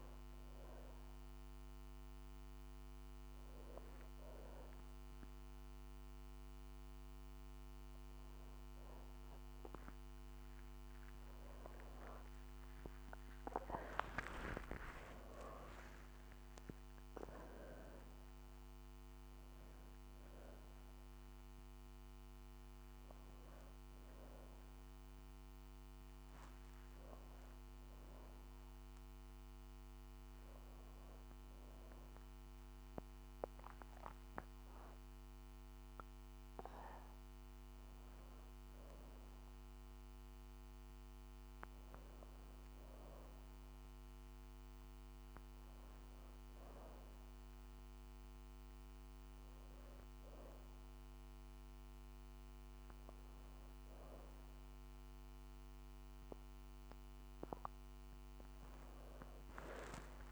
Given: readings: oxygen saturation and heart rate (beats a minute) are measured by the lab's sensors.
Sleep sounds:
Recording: breathing in sleep by a microphone on the trachea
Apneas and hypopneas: none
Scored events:
11.00-16.00 s: arousal
From the record:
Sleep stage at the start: N1 (lightest sleep)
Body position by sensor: on the back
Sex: female

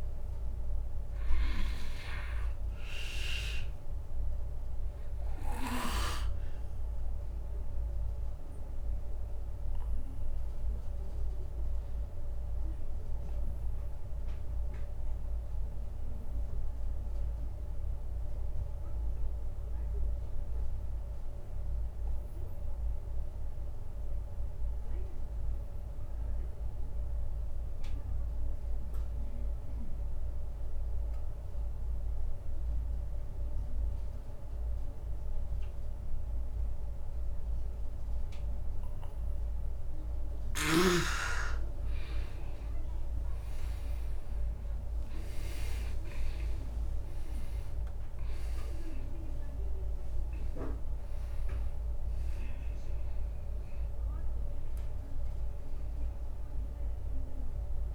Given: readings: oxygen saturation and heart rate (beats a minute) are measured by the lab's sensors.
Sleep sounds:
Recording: breathing in sleep by a room microphone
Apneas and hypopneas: 1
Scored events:
1.50-24.50 s: oxygen desaturation (device-marked, oxygen 99% before, 93% lowest, heart rate 54 before, 26 extreme)
8.50-40.50 s: obstructive apnea (oxygen 99% before, 90% lowest)
41.50-57.95 s: oxygen desaturation (device-marked, oxygen 98% before, 90% lowest)
43.00-47.50 s: arousal
From the record:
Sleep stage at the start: N2 (light sleep)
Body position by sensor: on the back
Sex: male

